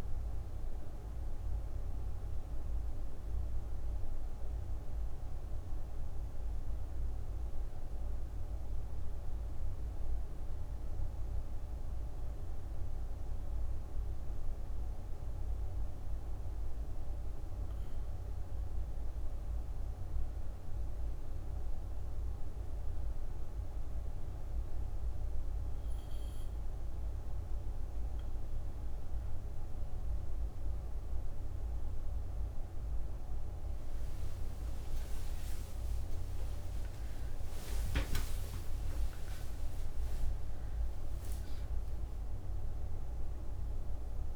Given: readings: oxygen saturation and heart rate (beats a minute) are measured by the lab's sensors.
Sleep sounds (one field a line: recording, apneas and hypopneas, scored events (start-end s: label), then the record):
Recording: breathing in sleep, hard to hear, by a room microphone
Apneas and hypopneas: 1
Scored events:
0.00-17.50 s: oxygen desaturation (device-marked, oxygen 89% lowest, heart rate 59 extreme)
13.00-24.00 s: hypopnea (oxygen 93% before, 90% lowest, heart rate 74 before, 59 extreme, up 6 after)
30.50-44.36 s: oxygen desaturation (device-marked, oxygen 95% before, 90% lowest, heart rate 62 before, 59 extreme)
34.50-39.50 s: arousal
From the record:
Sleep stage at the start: N1 (lightest sleep)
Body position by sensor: on the back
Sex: female